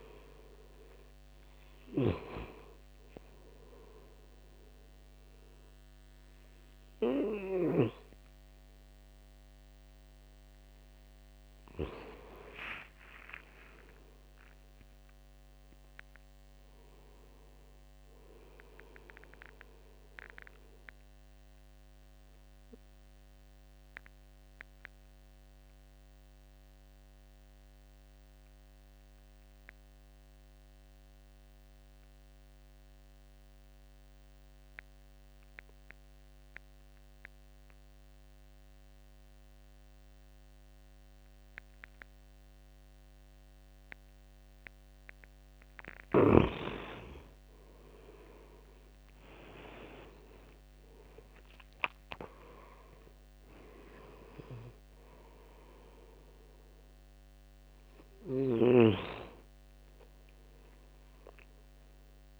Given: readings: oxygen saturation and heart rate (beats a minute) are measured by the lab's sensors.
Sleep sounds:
breathing in sleep by a microphone on the trachea; 1
0.00-19.00 s: oxygen desaturation (device-marked, oxygen 89% lowest, heart rate 67 extreme)
24.50-45.50 s: mixed apnea (oxygen 97% before, 87% lowest, heart rate 79 before, 68 extreme, up 16 after)
44.00-62.40 s: oxygen desaturation (device-marked, oxygen 99% before, 87% lowest, heart rate 70 before, 70 extreme)
47.00-50.50 s: arousal
From the record:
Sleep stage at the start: N2 (light sleep); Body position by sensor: on the right side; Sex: male

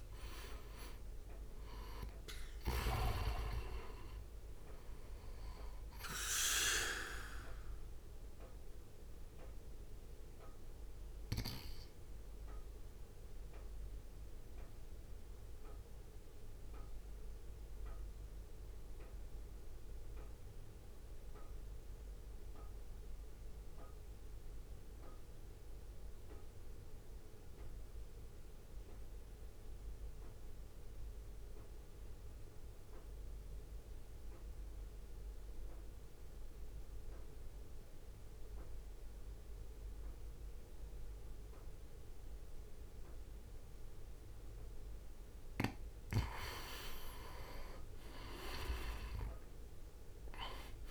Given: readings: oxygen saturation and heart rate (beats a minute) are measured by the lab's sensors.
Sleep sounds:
breathing in sleep by a room microphone; 1
0.00-10.50 s: oxygen desaturation (device-marked, oxygen 88% lowest, heart rate 51 extreme)
0.00-13.50 s: drop in pulse transit time (device-marked, heart rate 51 extreme)
8.50-45.00 s: mixed apnea (oxygen 97% before, 86% lowest, heart rate 55 before, 49 extreme, up 6 after)
20.50-30.50 s: oxygen desaturation (device-marked, oxygen 90% before, 86% lowest, heart rate 54 before, 55 extreme)
45.50-50.91 s: oxygen desaturation (device-marked, oxygen 98% before, 90% lowest, heart rate 61 before, 49 extreme)
48.00-50.91 s: arousal
48.50-50.91 s: drop in pulse transit time (device-marked, heart rate 60 before, 49 extreme)
From the record:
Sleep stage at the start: N2 (light sleep); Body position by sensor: on the right side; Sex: male

